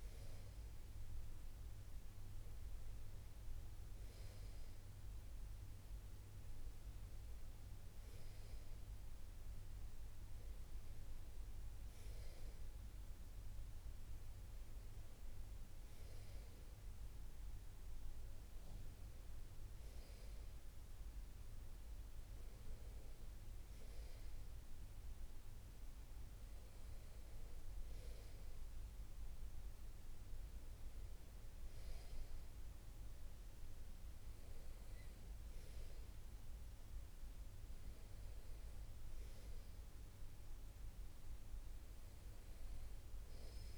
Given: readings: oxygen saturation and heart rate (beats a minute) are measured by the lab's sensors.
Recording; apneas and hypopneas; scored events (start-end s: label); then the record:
breathing in sleep, hard to hear, by a room microphone; none
none scored
From the record:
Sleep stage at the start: N2 (light sleep); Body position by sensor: on the right side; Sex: male